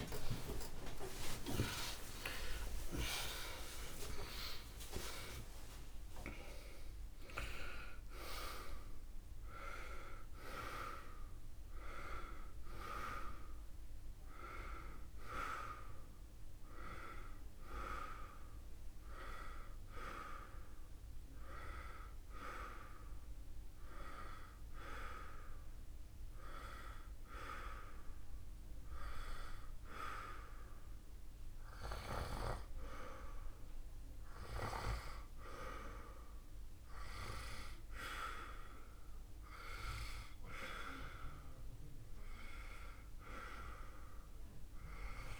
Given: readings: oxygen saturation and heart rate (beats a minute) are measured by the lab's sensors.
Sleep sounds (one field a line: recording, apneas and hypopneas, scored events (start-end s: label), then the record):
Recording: breathing in sleep by a room microphone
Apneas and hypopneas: none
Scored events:
0.50-2.50 s: long interval between heartbeats (device-marked, heart rate 115 before, 83 extreme)
41.00-45.40 s: oxygen desaturation (device-marked, oxygen 97% before, 93% lowest, heart rate 74 before, 69 extreme)
From the record:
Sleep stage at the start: N1 (lightest sleep)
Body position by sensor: on the right side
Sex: male